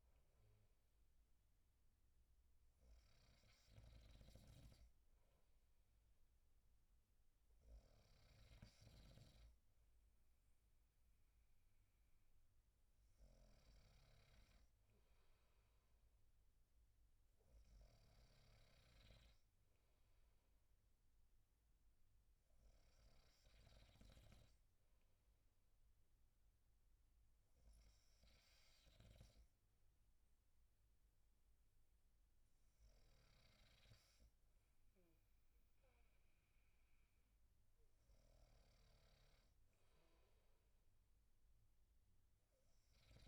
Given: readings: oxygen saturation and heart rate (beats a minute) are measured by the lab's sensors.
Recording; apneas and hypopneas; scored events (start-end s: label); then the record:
breathing in sleep, hard to hear, by a room microphone; none
0.00-9.00 s: snoring (device-marked)
From the record:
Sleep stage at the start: N2 (light sleep); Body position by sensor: on the right side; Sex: male